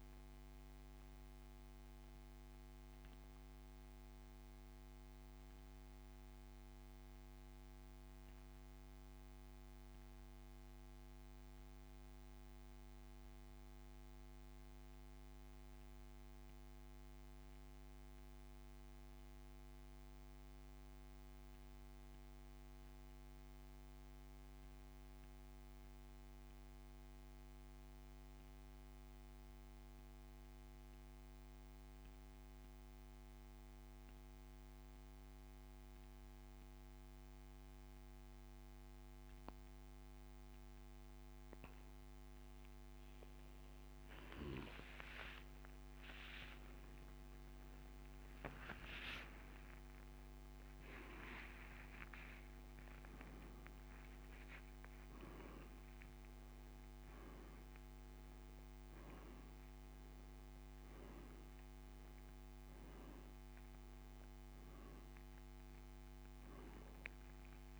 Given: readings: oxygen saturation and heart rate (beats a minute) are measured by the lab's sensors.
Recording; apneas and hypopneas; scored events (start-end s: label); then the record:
breathing in sleep by a microphone on the trachea; 1
0.50-42.00 s: central apnea (oxygen 98% before, 86% lowest, heart rate 79 before, 67 extreme, up 56 after)
16.50-40.50 s: oxygen desaturation (device-marked, oxygen 93% before, 86% lowest, heart rate 80 before, 72 extreme)
45.00-49.50 s: arousal
From the record:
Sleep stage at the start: N2 (light sleep); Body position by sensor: on the back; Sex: male